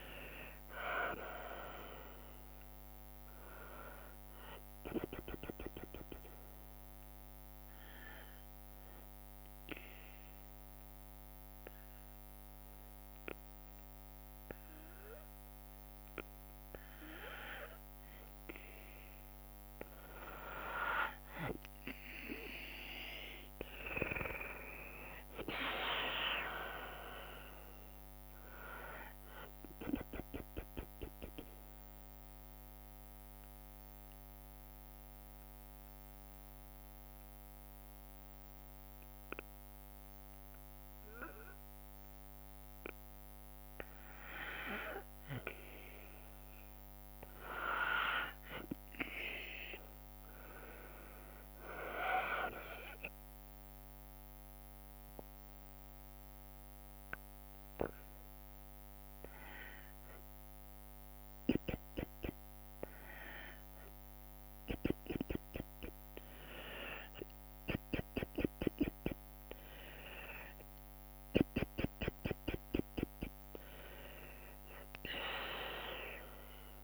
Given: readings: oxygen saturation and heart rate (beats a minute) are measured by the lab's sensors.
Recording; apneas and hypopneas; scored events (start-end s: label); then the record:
breathing in sleep by a microphone on the trachea; 3
0.00-3.00 s: arousal
0.00-4.00 s: oxygen desaturation (device-marked, oxygen 91% lowest, heart rate 61 extreme)
6.00-19.00 s: mixed apnea (oxygen 95% before, 90% lowest, heart rate 74 before, 55 extreme, up 23 after)
23.50-27.50 s: arousal
24.00-35.00 s: drop in pulse transit time (device-marked, heart rate 69 before, 64 extreme)
26.00-43.00 s: oxygen desaturation (device-marked, oxygen 97% before, 90% lowest, heart rate 67 before, 55 extreme)
31.00-43.00 s: mixed apnea (oxygen 97% before, 90% lowest, heart rate 71 before, 55 extreme, up 13 after)
45.50-48.50 s: arousal
49.00-60.00 s: drop in pulse transit time (device-marked, heart rate 65 before, 67 extreme)
51.00-66.00 s: oxygen desaturation (device-marked, oxygen 98% before, 92% lowest, heart rate 63 before, 58 extreme)
52.50-63.50 s: hypopnea (oxygen 98% before, 92% lowest, heart rate 63 before, 58 extreme, up 13 after)
67.50-72.00 s: arousal
From the record:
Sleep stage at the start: N2 (light sleep); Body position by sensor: on the back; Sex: female